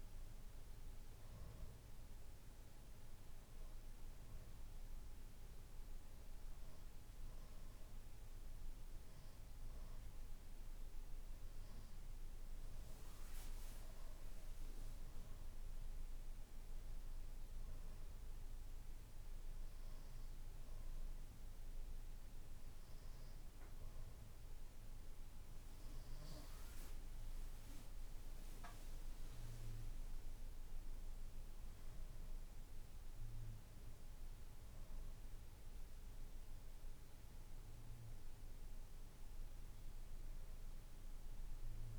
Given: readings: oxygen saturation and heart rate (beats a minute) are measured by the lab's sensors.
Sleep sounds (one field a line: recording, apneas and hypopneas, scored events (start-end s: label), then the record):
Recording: breathing in sleep, hard to hear, by a room microphone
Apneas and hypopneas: none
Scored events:
none scored
From the record:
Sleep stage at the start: N2 (light sleep)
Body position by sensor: on the back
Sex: male